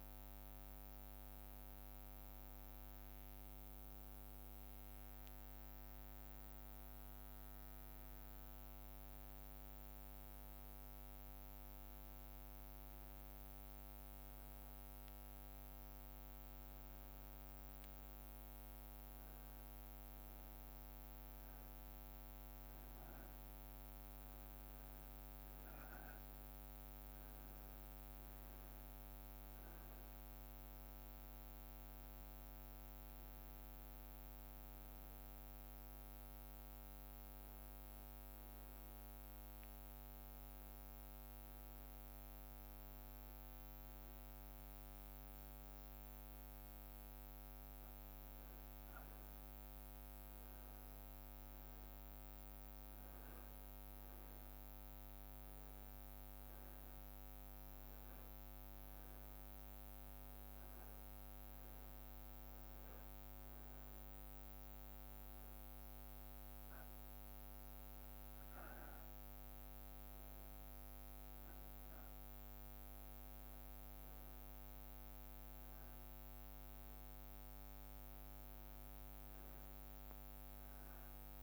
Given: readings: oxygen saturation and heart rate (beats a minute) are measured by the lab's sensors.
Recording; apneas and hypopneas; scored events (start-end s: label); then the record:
breathing in sleep, hard to hear, by a microphone on the trachea; none
none scored
From the record:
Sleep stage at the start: N2 (light sleep); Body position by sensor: on the back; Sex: male